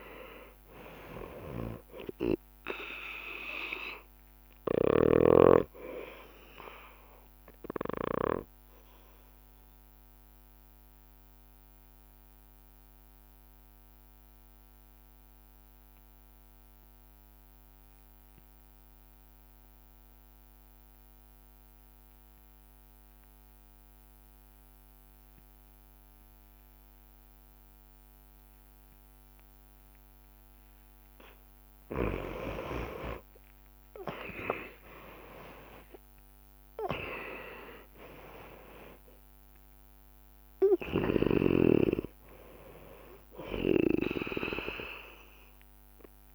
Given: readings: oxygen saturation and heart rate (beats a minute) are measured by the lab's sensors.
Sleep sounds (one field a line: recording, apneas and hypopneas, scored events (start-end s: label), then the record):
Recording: breathing in sleep by a microphone on the trachea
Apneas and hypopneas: 1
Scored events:
0.00-1.00 s: arousal
0.00-23.00 s: oxygen desaturation (device-marked, oxygen 91% lowest)
10.00-31.00 s: obstructive apnea (oxygen 99% before, 90% lowest)
32.00-46.35 s: oxygen desaturation (device-marked, oxygen 99% before, 90% lowest)
32.50-37.50 s: arousal
From the record:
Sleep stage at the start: N2 (light sleep)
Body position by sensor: on the back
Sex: male